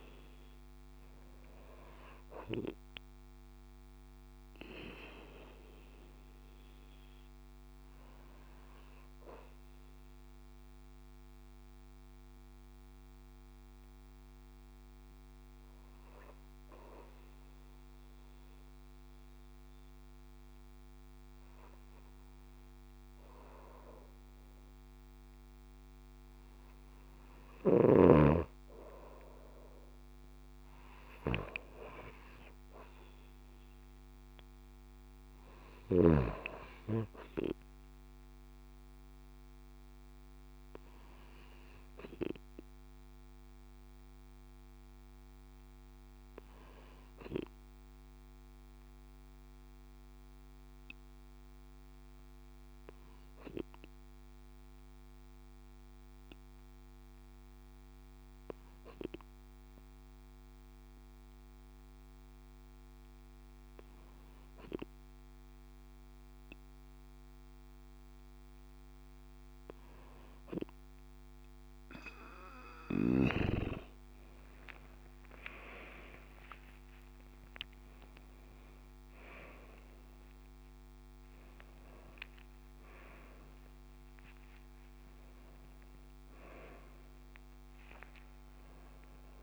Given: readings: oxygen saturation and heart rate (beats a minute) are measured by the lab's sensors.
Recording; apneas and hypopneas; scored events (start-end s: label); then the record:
breathing in sleep by a microphone on the trachea; 2
10.00-27.00 s: obstructive apnea (oxygen 95% before, 92% lowest)
17.00-19.00 s: long interval between heartbeats (device-marked)
30.00-34.00 s: arousal
34.00-54.00 s: oxygen desaturation (device-marked, oxygen 95% before, 92% lowest)
45.00-68.00 s: obstructive apnea (oxygen 96% before, 92% lowest)
69.00-74.50 s: arousal
74.50-76.50 s: long interval between heartbeats (device-marked)
From the record:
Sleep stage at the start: N2 (light sleep); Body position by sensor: on the right side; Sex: female